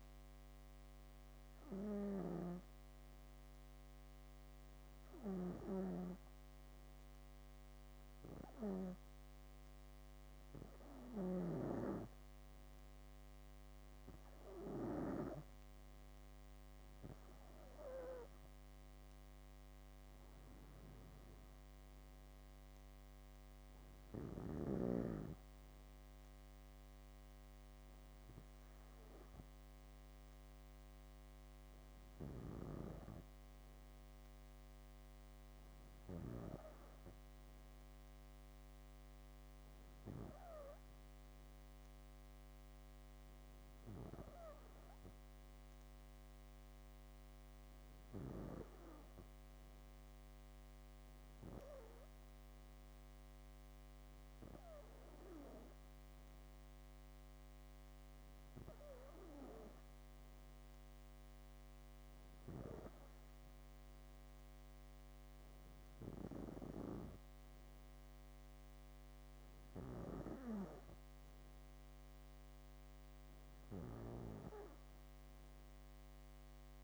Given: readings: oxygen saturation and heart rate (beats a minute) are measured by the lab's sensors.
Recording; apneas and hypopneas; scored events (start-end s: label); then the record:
breathing in sleep by a microphone on the trachea; none
5.00-11.50 s: snoring (device-marked)
27.00-29.00 s: bradycardia (device-marked, heart rate 64 before, 60 extreme)
69.00-75.00 s: bradycardia (device-marked, heart rate 64 before, 59 extreme)
From the record:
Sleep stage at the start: N2 (light sleep); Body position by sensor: on the back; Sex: female